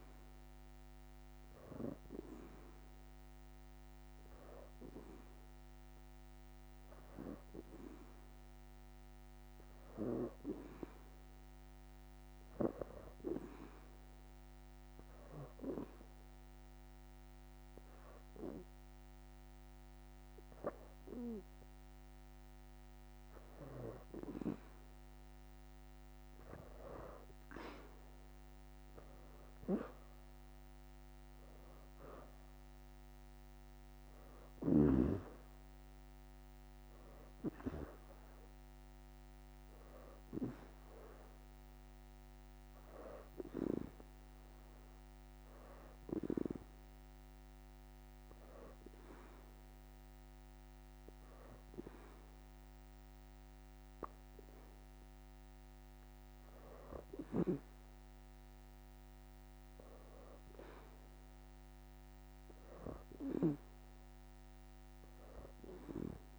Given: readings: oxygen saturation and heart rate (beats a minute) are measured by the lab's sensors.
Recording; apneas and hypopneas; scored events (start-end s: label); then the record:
breathing in sleep by a microphone on the trachea; 2
13.50-23.50 s: obstructive apnea (oxygen 90% before, 80% lowest, heart rate 84 before, 79 extreme, up 1 after)
14.50-25.50 s: oxygen desaturation (device-marked, oxygen 89% before, 86% lowest, heart rate 84 before, 78 extreme)
27.00-31.00 s: arousal
31.50-49.50 s: oxygen desaturation (device-marked, oxygen 88% before, 80% lowest, heart rate 84 before, 77 extreme)
46.00-56.00 s: hypopnea (oxygen 88% before, 84% lowest, heart rate 84 before, 78 extreme, up 7 after)
56.50-60.00 s: arousal
62.50-66.39 s: oxygen desaturation (device-marked, oxygen 93% before, 84% lowest, heart rate 80 before, 81 extreme)
From the record:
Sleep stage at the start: N2 (light sleep); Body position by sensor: on the back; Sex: female